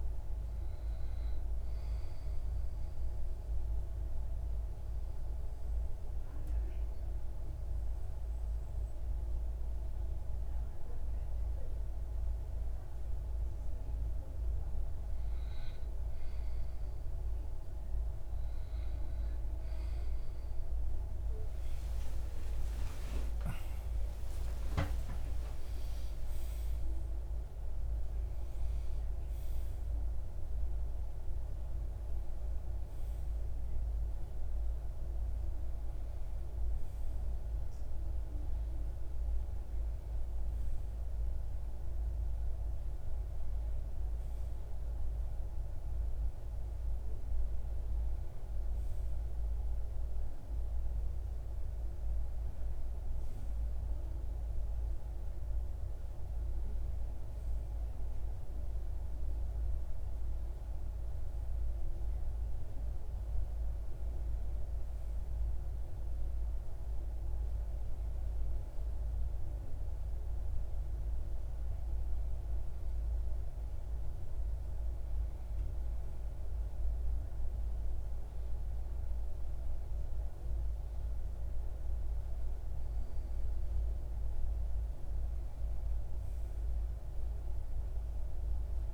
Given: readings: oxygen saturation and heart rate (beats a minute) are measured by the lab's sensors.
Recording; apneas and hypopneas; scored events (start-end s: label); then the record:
breathing in sleep, hard to hear, by a room microphone; 1
2.50-13.50 s: obstructive apnea (oxygen 95% before, 87% lowest)
20.00-25.50 s: arousal
From the record:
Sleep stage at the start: REM sleep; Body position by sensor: on the left side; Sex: male